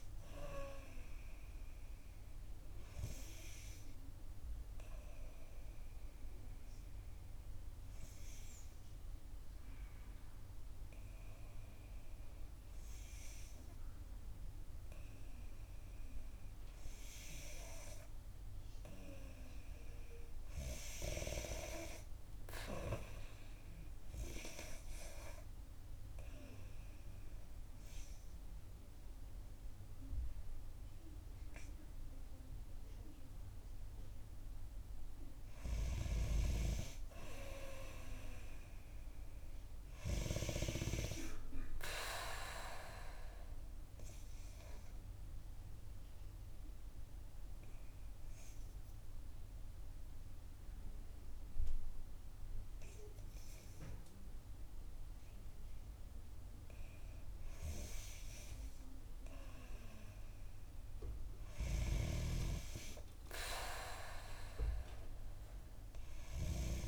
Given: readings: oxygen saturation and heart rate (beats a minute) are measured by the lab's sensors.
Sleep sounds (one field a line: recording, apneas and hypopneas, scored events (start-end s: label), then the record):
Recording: breathing in sleep by a room microphone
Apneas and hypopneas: 3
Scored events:
0.00-5.50 s: oxygen desaturation (device-marked, oxygen 90% lowest, heart rate 58 extreme)
5.00-17.00 s: hypopnea (oxygen 93% before, 88% lowest, heart rate 66 before, 58 extreme, up 9 after)
18.50-22.00 s: arousal
24.00-35.00 s: obstructive apnea (oxygen 93% before, 88% lowest, heart rate 61 before, 59 extreme, up 2 after)
37.50-40.50 s: arousal
42.50-55.50 s: obstructive apnea (oxygen 93% before, 88% lowest, heart rate 64 before, 59 extreme, up 5 after)
44.50-56.50 s: oxygen desaturation (device-marked, oxygen 91% before, 88% lowest, heart rate 64 before, 59 extreme)
59.00-63.50 s: arousal
From the record:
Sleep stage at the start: N2 (light sleep)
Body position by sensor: on the back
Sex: female